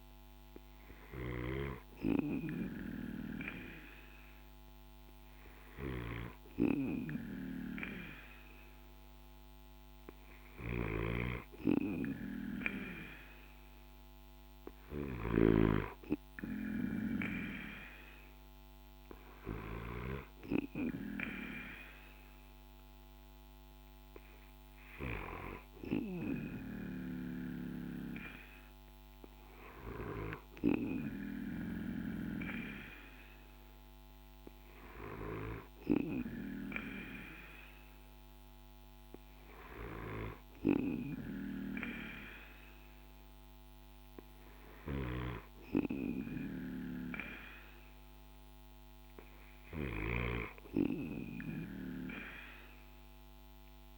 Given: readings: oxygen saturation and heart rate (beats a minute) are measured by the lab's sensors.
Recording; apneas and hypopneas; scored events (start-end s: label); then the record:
breathing in sleep by a microphone on the trachea; none
0.50-19.50 s: snoring (device-marked)
44.00-53.98 s: snoring (device-marked)
From the record:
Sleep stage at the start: N2 (light sleep); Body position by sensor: on the back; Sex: male